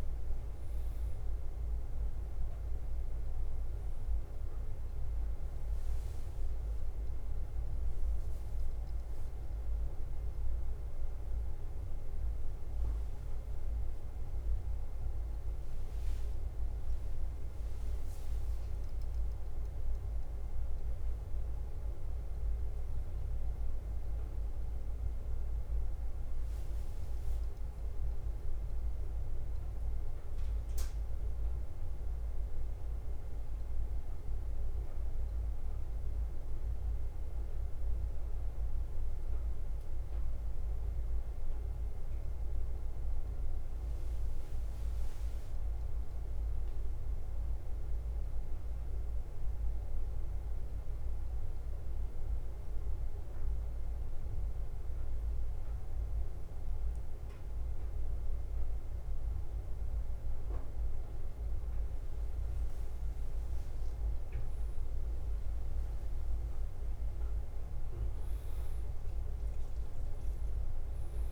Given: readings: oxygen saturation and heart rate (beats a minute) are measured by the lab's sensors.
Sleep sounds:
breathing in sleep, hard to hear, by a room microphone; 1
0.00-12.00 s: oxygen desaturation (device-marked, oxygen 95% lowest, heart rate 53 extreme)
0.00-71.32 s: bradycardia (device-marked, heart rate 44 extreme)
8.00-71.32 s: new sleep stage, N1 (lightest sleep)
14.50-19.50 s: arousal
45.00-48.50 s: arousal
50.50-61.50 s: central apnea (oxygen 99% before, 93% lowest, heart rate 56 before, 50 extreme, up 3 after)
From the record:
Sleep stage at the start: N2 (light sleep); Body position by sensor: on the back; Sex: male

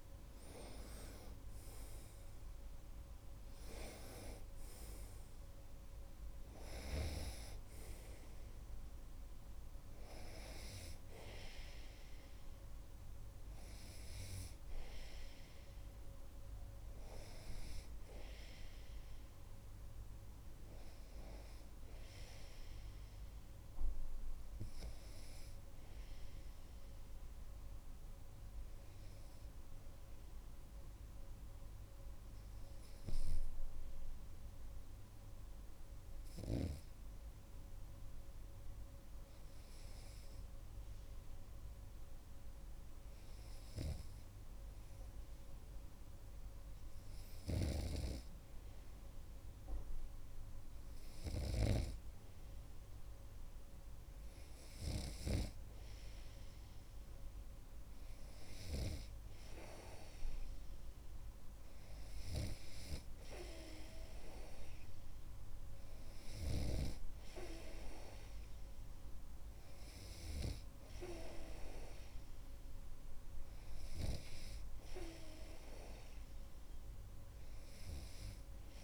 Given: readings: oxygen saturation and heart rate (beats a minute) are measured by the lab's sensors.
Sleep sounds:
breathing in sleep by a room microphone; 1
0.00-4.00 s: arousal
32.50-48.00 s: hypopnea (oxygen 98% before, 96% lowest)
47.50-55.50 s: snoring (device-marked)
53.50-58.00 s: arousal
66.50-71.00 s: snoring (device-marked)
From the record:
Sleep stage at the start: N2 (light sleep); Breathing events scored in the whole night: 132 in 5.1 hours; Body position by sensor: on the right side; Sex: male

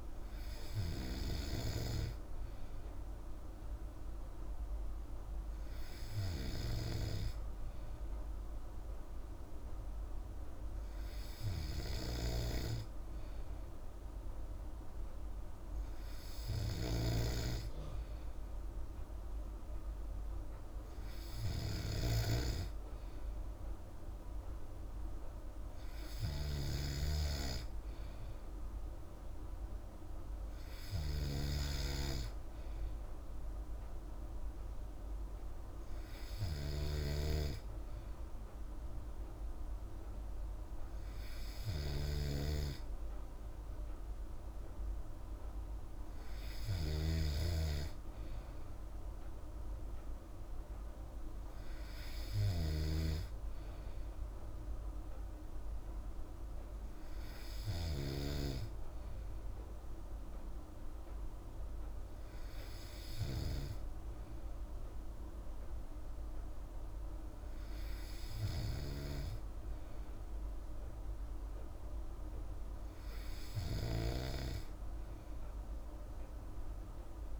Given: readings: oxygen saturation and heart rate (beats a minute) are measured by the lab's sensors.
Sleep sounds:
breathing in sleep by a room microphone; none
41.50-53.00 s: snoring (device-marked)
From the record:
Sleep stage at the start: N2 (light sleep); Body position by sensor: on the back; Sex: female

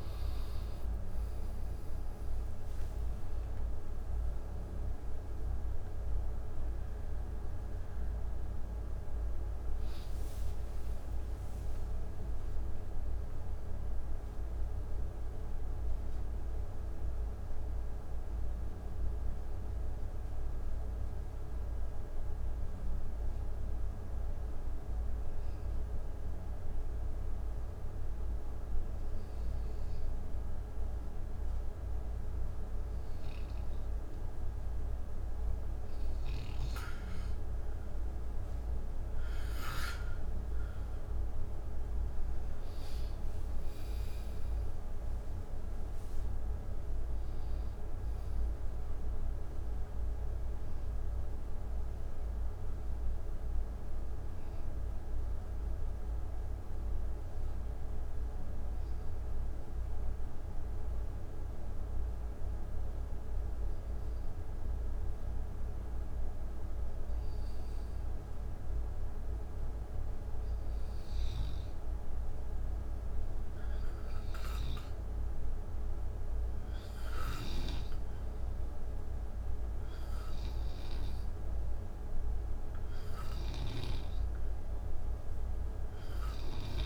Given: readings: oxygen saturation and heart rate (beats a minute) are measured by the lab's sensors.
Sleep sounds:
breathing in sleep, hard to hear, by a room microphone; 2
0.00-1.50 s: arousal
0.00-23.50 s: oxygen desaturation (device-marked, oxygen 89% lowest, heart rate 52 extreme)
17.00-34.50 s: mixed apnea (oxygen 97% before, 90% lowest, heart rate 101 before, 51 extreme, up 11 after)
39.50-62.50 s: oxygen desaturation (device-marked, oxygen 98% before, 91% lowest, heart rate 57 before, 51 extreme)
40.50-45.50 s: arousal
54.50-69.00 s: obstructive apnea (oxygen 98% before, 91% lowest, heart rate 65 before, 54 extreme, up 9 after)
72.50-76.50 s: arousal
75.50-78.50 s: oxygen desaturation (device-marked, oxygen 97% before, 95% lowest, heart rate 58 before, 59 extreme)
From the record:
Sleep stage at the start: N2 (light sleep); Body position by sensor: on the right side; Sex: male

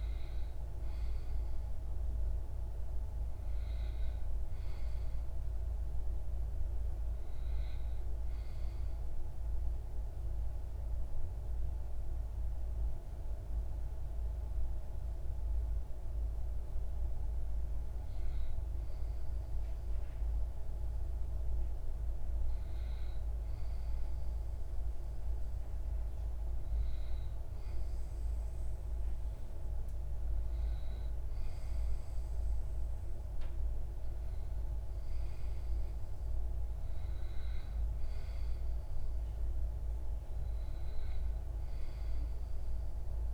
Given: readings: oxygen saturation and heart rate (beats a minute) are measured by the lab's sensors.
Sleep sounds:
breathing in sleep, hard to hear, by a room microphone; 1
7.50-17.50 s: obstructive apnea (oxygen 96% before, 87% lowest)
20.50-24.50 s: arousal
From the record:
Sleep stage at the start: REM sleep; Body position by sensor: on the back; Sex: male

